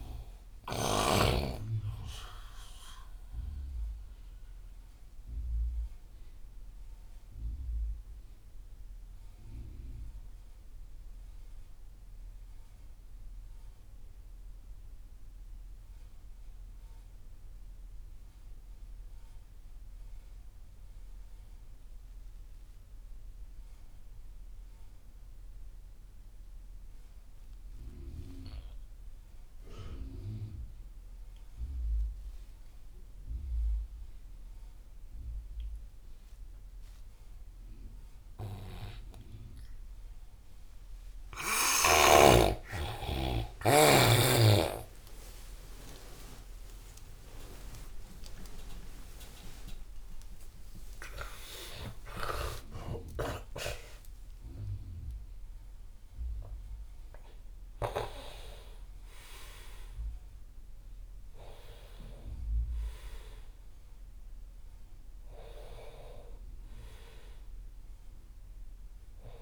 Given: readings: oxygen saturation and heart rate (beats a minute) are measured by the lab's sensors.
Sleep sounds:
breathing in sleep by a room microphone; 1
0.00-1.00 s: snoring (device-marked)
0.00-20.50 s: oxygen desaturation (device-marked, oxygen 87% lowest)
3.50-41.00 s: mixed apnea (oxygen 99% before, 86% lowest)
32.50-69.42 s: oxygen desaturation (device-marked, oxygen 99% before, 86% lowest)
42.50-49.00 s: arousal
55.50-69.42 s: new sleep stage, N1 (lightest sleep)
From the record:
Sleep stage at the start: N2 (light sleep); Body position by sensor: on the right side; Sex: male

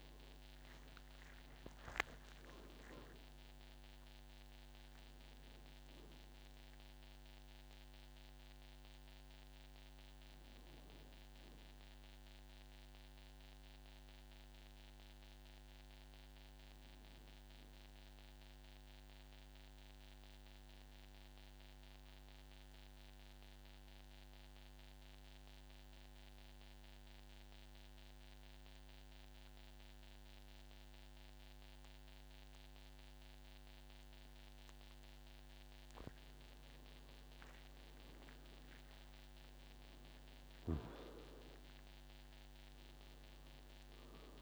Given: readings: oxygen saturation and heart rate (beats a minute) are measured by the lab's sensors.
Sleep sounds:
breathing in sleep, hard to hear, by a microphone on the trachea; 1
0.00-18.00 s: oxygen desaturation (device-marked, oxygen 88% lowest, heart rate 51 extreme)
16.00-44.42 s: new sleep stage, N2 (light sleep)
19.50-35.50 s: central apnea (oxygen 97% before, 92% lowest, heart rate 56 before, 51 extreme, up 17 after)
37.00-41.00 s: arousal
38.00-44.42 s: oxygen desaturation (device-marked, oxygen 99% before, 92% lowest, heart rate 54 before, 50 extreme)
From the record:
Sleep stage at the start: N1 (lightest sleep); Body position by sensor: on the back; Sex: male

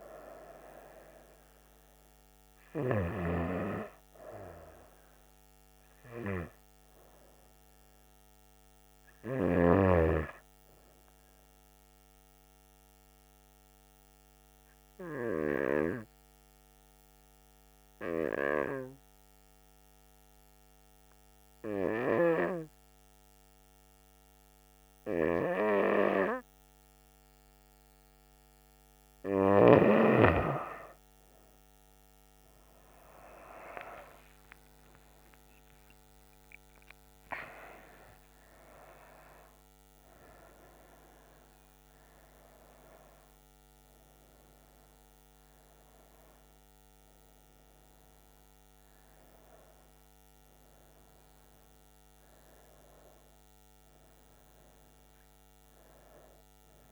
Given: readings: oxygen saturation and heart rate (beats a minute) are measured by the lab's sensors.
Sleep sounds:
breathing in sleep by a microphone on the trachea; 1
12.50-28.00 s: hypopnea (oxygen 97% before, 92% lowest, heart rate 73 before, 66 extreme, up 20 after)
28.50-54.50 s: oxygen desaturation (device-marked, oxygen 97% before, 92% lowest, heart rate 67 before, 62 extreme)
33.00-38.50 s: arousal
From the record:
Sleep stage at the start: N2 (light sleep); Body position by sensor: on the back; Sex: female

